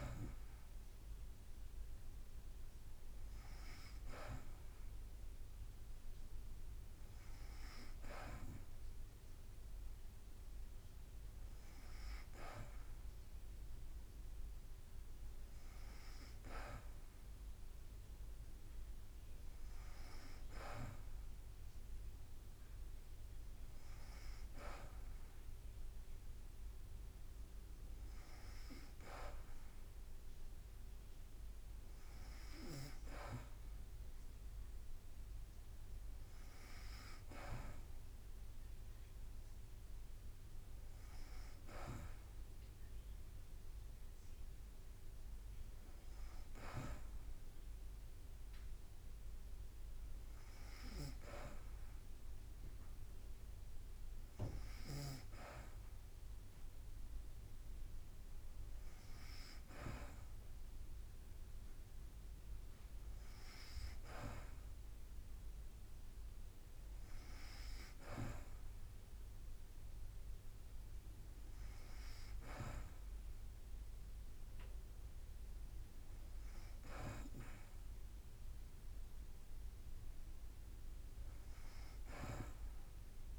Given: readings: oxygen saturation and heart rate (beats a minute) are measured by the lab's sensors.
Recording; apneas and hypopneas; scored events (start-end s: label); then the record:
breathing in sleep by a room microphone; none
none scored
From the record:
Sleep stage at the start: N2 (light sleep); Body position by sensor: on the back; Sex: female